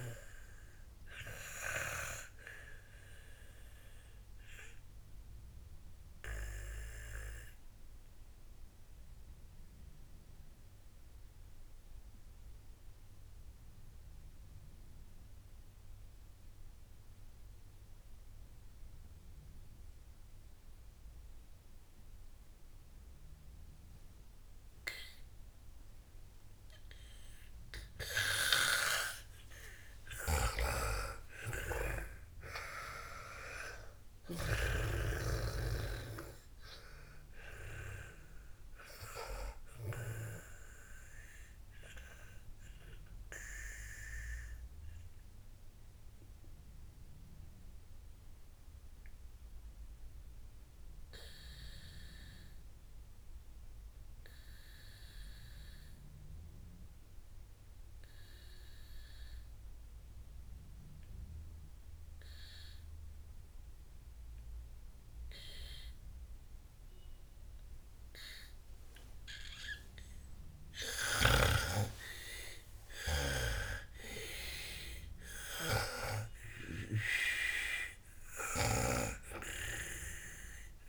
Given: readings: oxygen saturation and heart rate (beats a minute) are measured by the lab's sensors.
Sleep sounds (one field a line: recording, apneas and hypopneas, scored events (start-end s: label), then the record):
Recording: breathing in sleep by a room microphone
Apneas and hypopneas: 2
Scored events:
0.00-18.00 s: oxygen desaturation (device-marked, oxygen 94% lowest, heart rate 53 extreme)
0.50-28.50 s: obstructive apnea (oxygen 98% before, 91% lowest, heart rate 75 before, 53 extreme, up 44 after)
28.00-64.00 s: oxygen desaturation (device-marked, oxygen 98% before, 91% lowest, heart rate 57 before, 53 extreme)
29.00-32.50 s: snoring (device-marked)
30.00-34.00 s: arousal
34.50-41.00 s: snoring (device-marked)
42.50-71.00 s: obstructive apnea (oxygen 98% before, 91% lowest, heart rate 78 before, 53 extreme, up 32 after)
71.50-79.50 s: snoring (device-marked)
72.50-76.50 s: arousal
From the record:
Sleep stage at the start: N2 (light sleep)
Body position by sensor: on the back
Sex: female